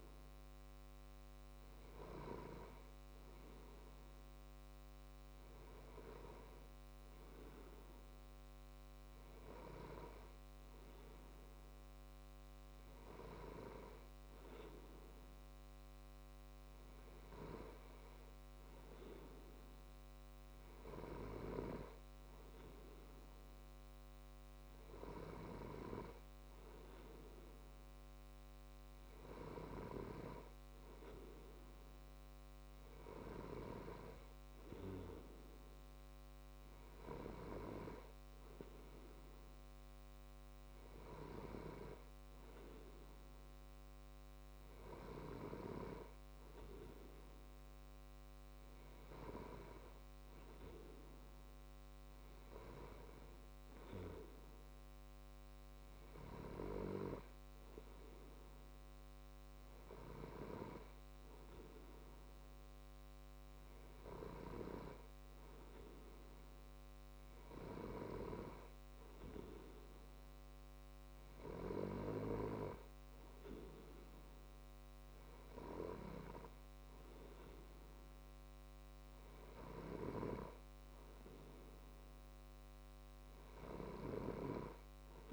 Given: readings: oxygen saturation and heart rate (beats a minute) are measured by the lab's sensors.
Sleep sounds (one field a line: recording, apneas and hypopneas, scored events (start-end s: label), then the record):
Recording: breathing in sleep by a microphone on the trachea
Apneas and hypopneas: none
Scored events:
none scored
From the record:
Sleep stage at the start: N2 (light sleep)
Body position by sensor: on the left side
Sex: male